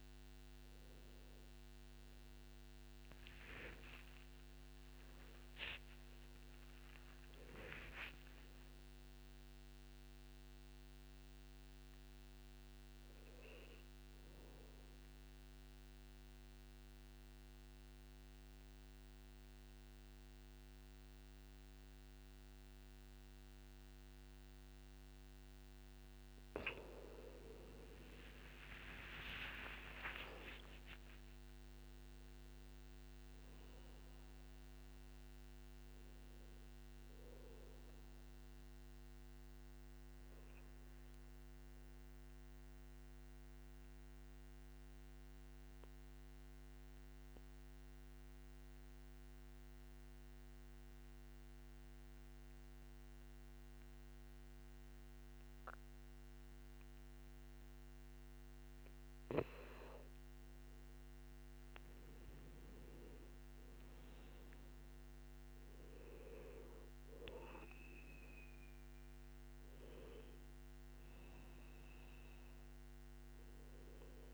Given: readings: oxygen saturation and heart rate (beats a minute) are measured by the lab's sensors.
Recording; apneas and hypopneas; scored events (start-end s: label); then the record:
breathing in sleep by a microphone on the trachea; 2
7.00-11.50 s: arousal
15.50-27.50 s: mixed apnea (oxygen 99% before, 91% lowest, heart rate 69 before, 53 extreme, up 15 after)
28.50-32.50 s: arousal
32.50-44.50 s: oxygen desaturation (device-marked, oxygen 99% before, 94% lowest, heart rate 60 before, 53 extreme)
42.00-61.50 s: mixed apnea (oxygen 99% before, 91% lowest, heart rate 61 before, 53 extreme, up 3 after)
63.50-68.00 s: arousal
65.50-74.33 s: oxygen desaturation (device-marked, oxygen 99% before, 91% lowest, heart rate 61 before, 53 extreme)
From the record:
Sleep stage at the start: N2 (light sleep); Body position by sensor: on the back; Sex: male